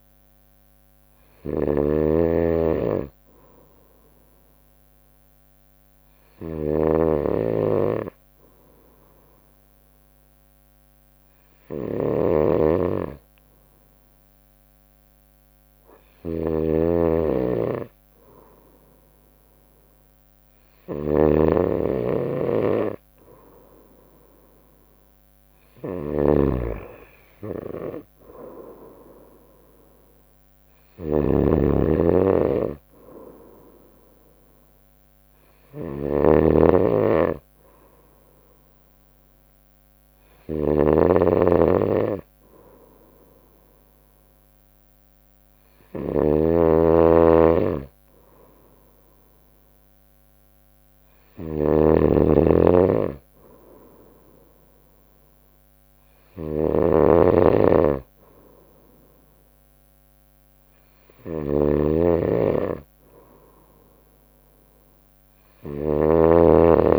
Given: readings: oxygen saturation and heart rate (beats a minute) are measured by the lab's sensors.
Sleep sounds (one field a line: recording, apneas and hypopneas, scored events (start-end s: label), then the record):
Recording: breathing in sleep by a microphone on the trachea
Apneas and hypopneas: 1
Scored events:
0.00-1.00 s: arousal
0.00-66.99 s: snoring (device-marked)
5.50-18.00 s: obstructive apnea (oxygen 95% before, 94% lowest, heart rate 61 before, 62 extreme, up 2 after)
21.00-24.50 s: arousal
61.50-65.00 s: arousal
From the record:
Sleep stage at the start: N2 (light sleep)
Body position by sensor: on the right side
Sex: female